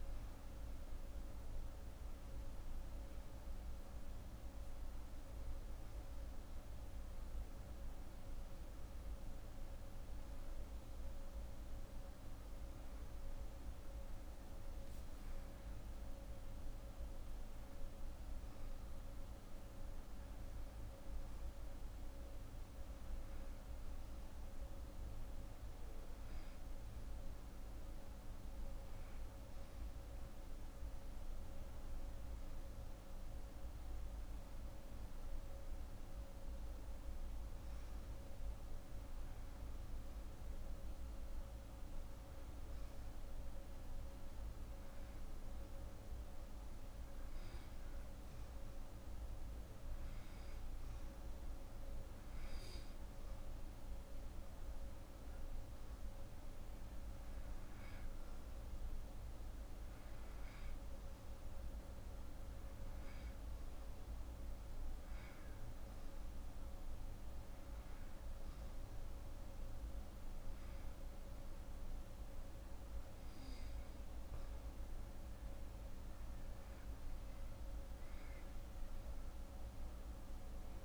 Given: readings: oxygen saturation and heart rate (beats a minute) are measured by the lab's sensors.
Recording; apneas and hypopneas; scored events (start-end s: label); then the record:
breathing in sleep, hard to hear, by a room microphone; none
none scored
From the record:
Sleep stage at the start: N2 (light sleep); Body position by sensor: on the right side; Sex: female